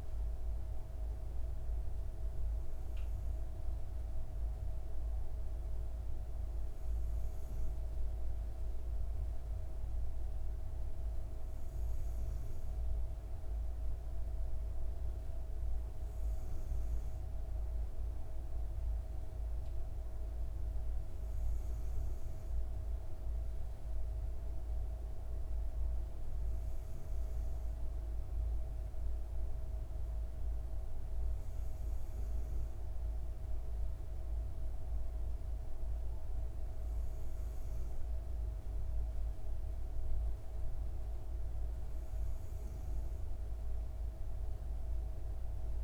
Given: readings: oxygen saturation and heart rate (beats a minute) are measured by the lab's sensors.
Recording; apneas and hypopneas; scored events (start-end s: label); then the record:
breathing in sleep, hard to hear, by a room microphone; none
none scored
From the record:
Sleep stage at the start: N2 (light sleep); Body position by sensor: on the back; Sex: female